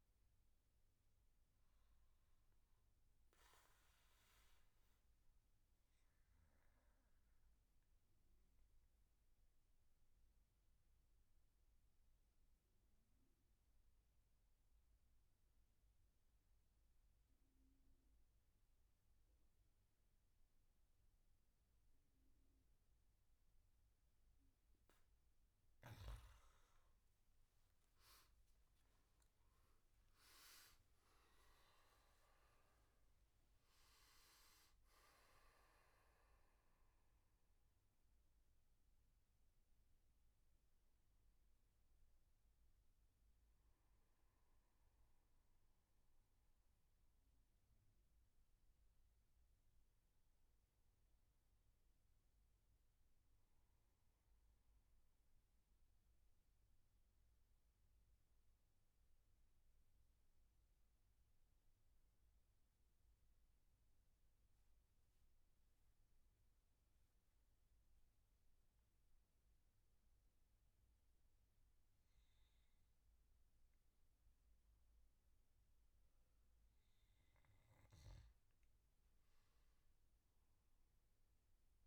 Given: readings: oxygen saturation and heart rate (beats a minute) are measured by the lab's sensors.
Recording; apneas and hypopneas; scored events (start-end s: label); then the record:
breathing in sleep, hard to hear, by a room microphone; 2
1.00-4.50 s: arousal
7.00-24.00 s: obstructive apnea (oxygen 99% before, 89% lowest, heart rate 75 before, 72 extreme, up 18 after)
23.50-55.50 s: oxygen desaturation (device-marked, oxygen 97% before, 89% lowest, heart rate 75 before, 70 extreme)
26.00-30.00 s: arousal
54.50-74.00 s: hypopnea (oxygen 97% before, 93% lowest, heart rate 76 before, 70 extreme, up 4 after)
75.50-79.00 s: arousal
78.50-81.87 s: oxygen desaturation (device-marked, oxygen 99% before, 94% lowest, heart rate 76 before, 70 extreme)
From the record:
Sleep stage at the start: N2 (light sleep); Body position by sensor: on the back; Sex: male